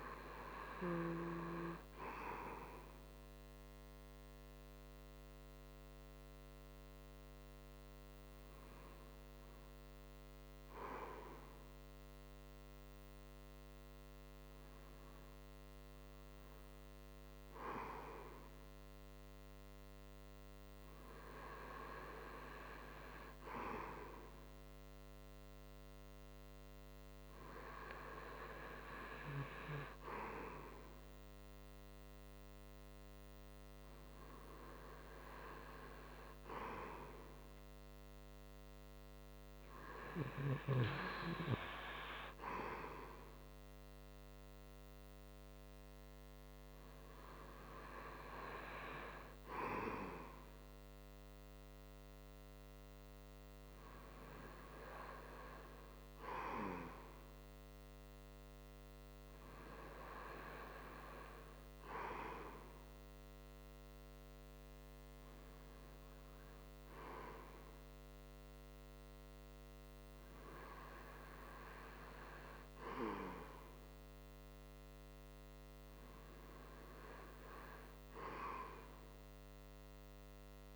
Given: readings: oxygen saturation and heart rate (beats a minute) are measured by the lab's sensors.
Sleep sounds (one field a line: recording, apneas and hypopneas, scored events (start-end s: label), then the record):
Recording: breathing in sleep by a microphone on the trachea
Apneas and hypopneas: none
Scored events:
none scored
From the record:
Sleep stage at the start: REM sleep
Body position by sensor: on the front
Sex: male